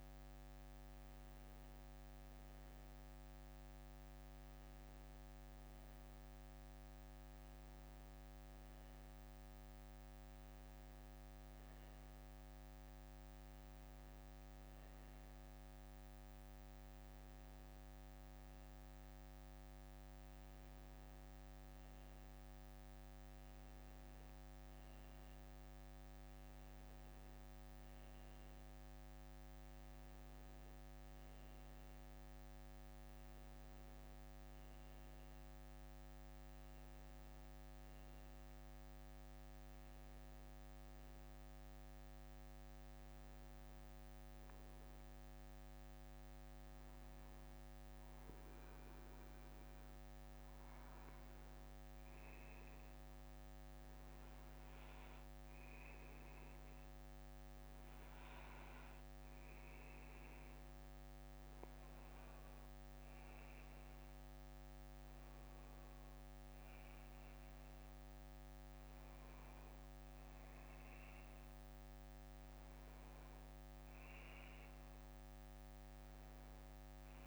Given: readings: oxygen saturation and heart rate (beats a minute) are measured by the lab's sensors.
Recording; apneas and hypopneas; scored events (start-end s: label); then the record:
breathing in sleep, hard to hear, by a microphone on the trachea; none
39.50-47.50 s: bradycardia (device-marked, heart rate 64 before, 57 extreme)
From the record:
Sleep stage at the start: N1 (lightest sleep); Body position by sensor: on the back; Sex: male